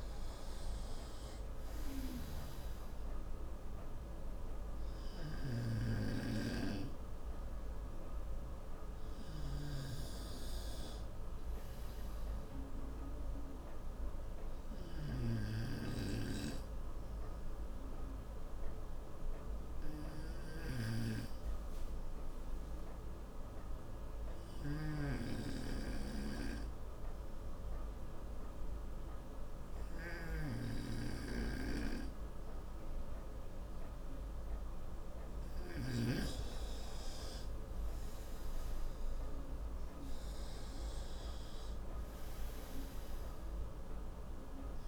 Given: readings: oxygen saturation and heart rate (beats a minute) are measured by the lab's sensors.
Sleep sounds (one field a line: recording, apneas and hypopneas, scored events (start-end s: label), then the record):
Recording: breathing in sleep by a room microphone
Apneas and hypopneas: 1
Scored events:
0.00-1.50 s: arousal
5.50-10.00 s: snoring (device-marked)
13.50-35.50 s: obstructive apnea (oxygen 95% before, 91% lowest, heart rate 70 before, 63 extreme, up 5 after)
16.00-36.50 s: snoring (device-marked)
39.00-43.00 s: arousal
From the record:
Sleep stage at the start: N2 (light sleep)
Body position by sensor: on the right side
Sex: male